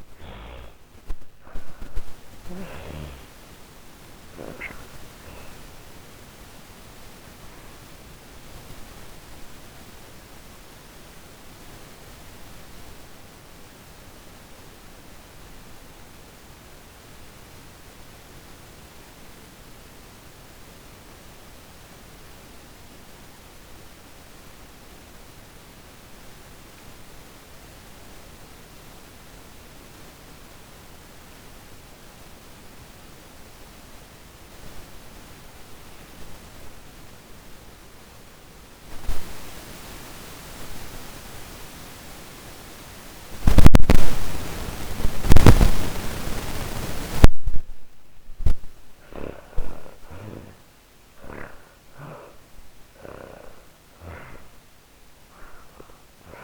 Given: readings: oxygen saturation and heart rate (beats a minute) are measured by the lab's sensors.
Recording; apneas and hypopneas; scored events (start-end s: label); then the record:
breathing in sleep by a microphone on the trachea; 1
0.00-2.00 s: arousal
0.00-28.50 s: oxygen desaturation (device-marked, oxygen 73% lowest, heart rate 47 extreme)
7.50-46.00 s: obstructive apnea (oxygen 98% before, 73% lowest, heart rate 91 before, 47 extreme, up 20 after)
35.50-56.44 s: oxygen desaturation (device-marked, oxygen 99% before, 77% lowest, heart rate 55 before, 47 extreme)
48.00-51.00 s: arousal
From the record:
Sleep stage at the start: N2 (light sleep); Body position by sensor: on the back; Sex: female